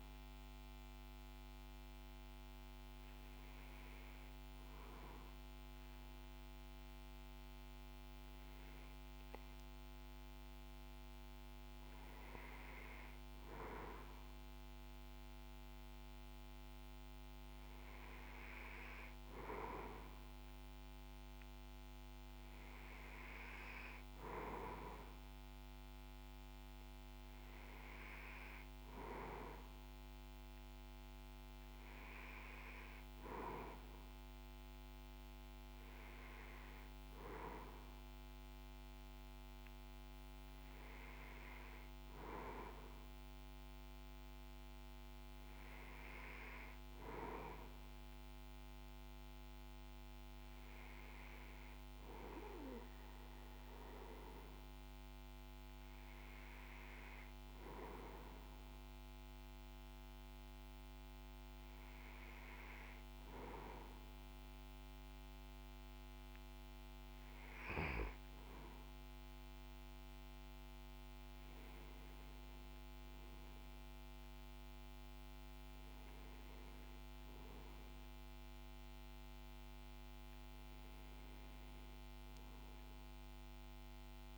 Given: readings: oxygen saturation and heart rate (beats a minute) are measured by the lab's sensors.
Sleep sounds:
breathing in sleep by a microphone on the trachea; none
none scored
From the record:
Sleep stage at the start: N2 (light sleep); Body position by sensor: on the back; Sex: male

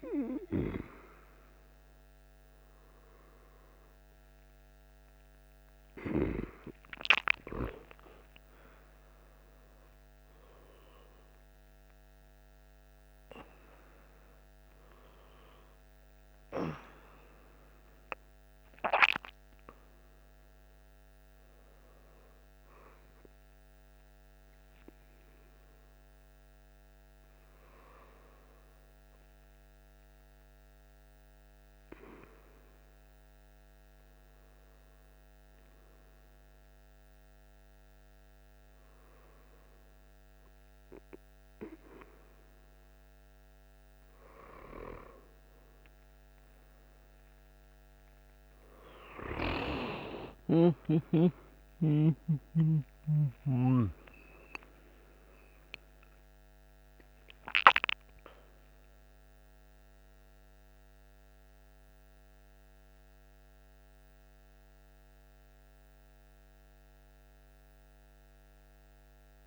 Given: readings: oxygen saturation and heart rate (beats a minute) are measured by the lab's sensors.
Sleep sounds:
a person awake in a sleep study, by a microphone on the trachea; none
1.00-69.47 s: new sleep stage, awake
From the record:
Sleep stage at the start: N2 (light sleep); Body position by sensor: on the back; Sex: male

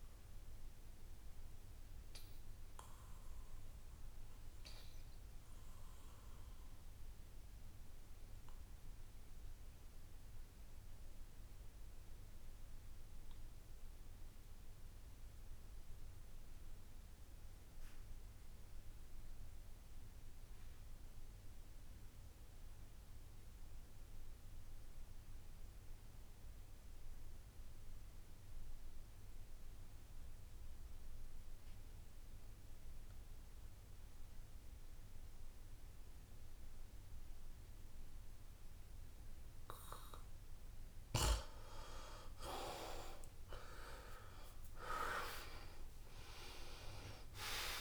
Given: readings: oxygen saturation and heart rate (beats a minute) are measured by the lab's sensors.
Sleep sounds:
breathing in sleep by a room microphone; 1
0.00-17.50 s: oxygen desaturation (device-marked, oxygen 79% lowest, heart rate 67 extreme)
1.00-40.50 s: obstructive apnea (oxygen 95% before, 78% lowest, heart rate 77 before, 62 extreme, up 10 after)
32.50-47.81 s: oxygen desaturation (device-marked, oxygen 96% before, 78% lowest, heart rate 71 before, 62 extreme)
40.50-42.50 s: long interval between heartbeats (device-marked, heart rate 72 before, 73 extreme)
43.00-47.50 s: arousal
43.50-45.50 s: long interval between heartbeats (device-marked, heart rate 72 before, 77 extreme)
From the record:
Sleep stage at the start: N2 (light sleep); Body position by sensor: on the back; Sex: male

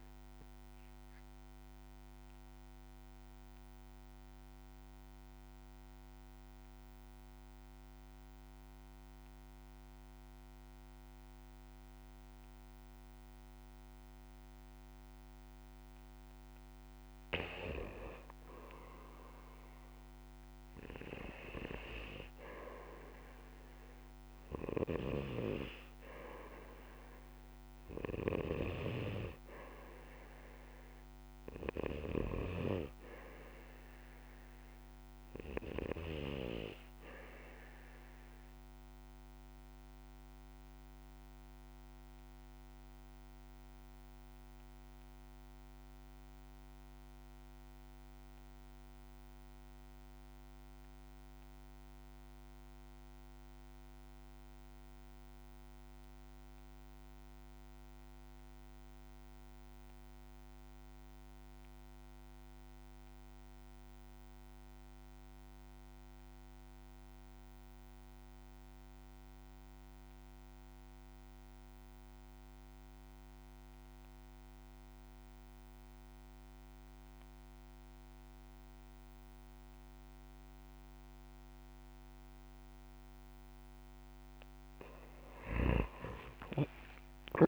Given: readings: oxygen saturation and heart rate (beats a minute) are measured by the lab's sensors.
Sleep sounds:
breathing in sleep by a microphone on the trachea; 2
0.50-16.50 s: obstructive apnea (oxygen 95% before, 87% lowest, heart rate 60 before, 53 extreme, up 11 after)
18.00-21.50 s: arousal
24.00-42.00 s: oxygen desaturation (device-marked, oxygen 94% before, 88% lowest, heart rate 59 before, 58 extreme)
24.50-32.50 s: snoring (device-marked)
40.00-83.00 s: obstructive apnea (oxygen 94% before, 72% lowest, heart rate 64 before, 39 extreme, up 33 after)
61.00-87.48 s: oxygen desaturation (device-marked, oxygen 95% before, 72% lowest, heart rate 60 before, 39 extreme)
86.00-87.48 s: arousal
From the record:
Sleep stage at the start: REM sleep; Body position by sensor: on the back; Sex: male

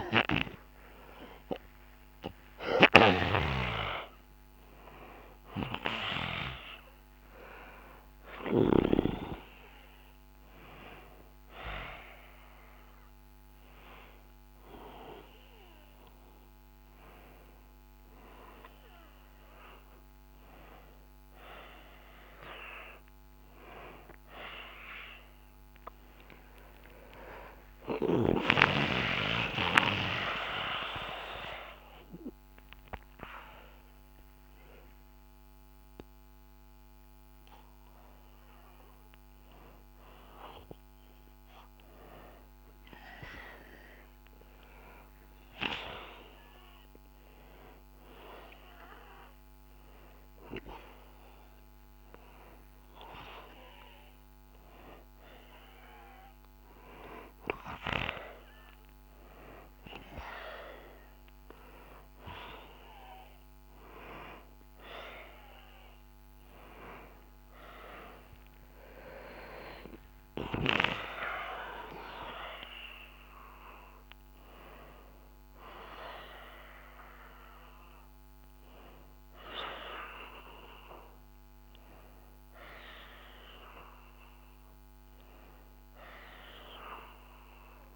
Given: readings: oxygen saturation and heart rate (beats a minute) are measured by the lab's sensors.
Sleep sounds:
a person awake in a sleep study, by a microphone on the trachea; none
76.00-87.96 s: new sleep stage, N1 (lightest sleep)
From the record:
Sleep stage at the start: awake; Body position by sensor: on the back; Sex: male

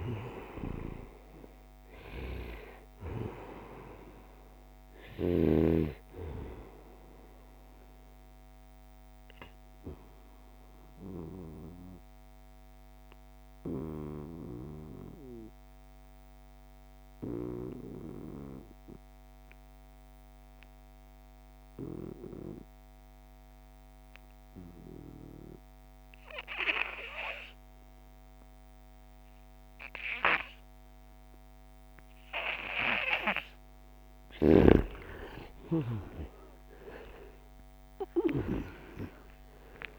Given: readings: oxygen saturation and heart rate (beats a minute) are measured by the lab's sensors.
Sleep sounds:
breathing in sleep by a microphone on the trachea; 1
8.50-33.00 s: obstructive apnea (oxygen 96% before, 88% lowest, heart rate 74 before, 69 extreme, up 33 after)
9.00-16.00 s: oxygen desaturation (device-marked, oxygen 92% before, 88% lowest, heart rate 75 before, 69 extreme)
33.50-38.00 s: snoring (device-marked)
34.50-36.50 s: long interval between heartbeats (device-marked, heart rate 69 before, 75 extreme)
35.50-39.99 s: arousal
38.00-39.99 s: long interval between heartbeats (device-marked, heart rate 71 before, 93 extreme)
From the record:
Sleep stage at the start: N2 (light sleep); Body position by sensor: on the right side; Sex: male

